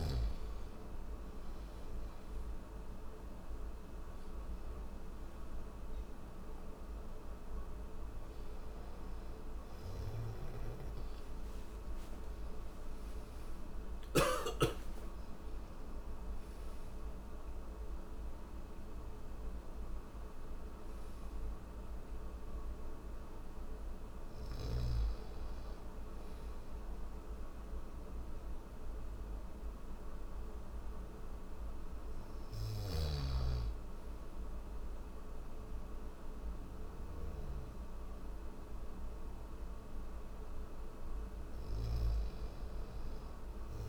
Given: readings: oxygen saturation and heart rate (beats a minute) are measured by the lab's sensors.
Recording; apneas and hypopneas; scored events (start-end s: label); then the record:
breathing in sleep, hard to hear, by a room microphone; none
9.50-14.00 s: snoring (device-marked)
32.00-41.50 s: snoring (device-marked)
From the record:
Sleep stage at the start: N3 (deep sleep); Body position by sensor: on the back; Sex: male